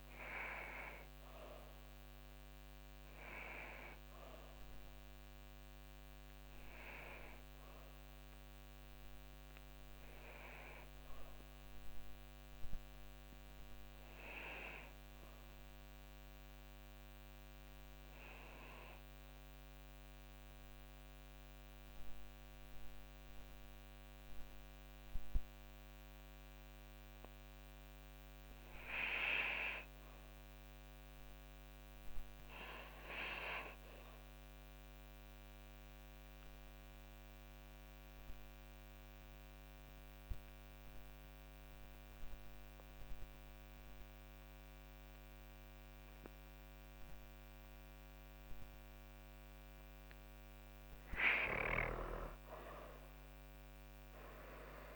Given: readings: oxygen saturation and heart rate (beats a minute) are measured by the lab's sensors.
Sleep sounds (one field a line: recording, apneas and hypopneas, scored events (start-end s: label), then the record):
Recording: breathing in sleep by a microphone on the trachea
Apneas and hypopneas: 1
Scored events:
0.00-12.00 s: oxygen desaturation (device-marked, oxygen 86% lowest)
10.50-49.50 s: obstructive apnea (oxygen 97% before, 85% lowest)
33.00-42.00 s: oxygen desaturation (device-marked, oxygen 99% before, 95% lowest)
50.00-54.96 s: oxygen desaturation (device-marked, oxygen 96% before, 87% lowest)
51.50-54.96 s: arousal
From the record:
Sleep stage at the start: N2 (light sleep)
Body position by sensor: on the back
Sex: female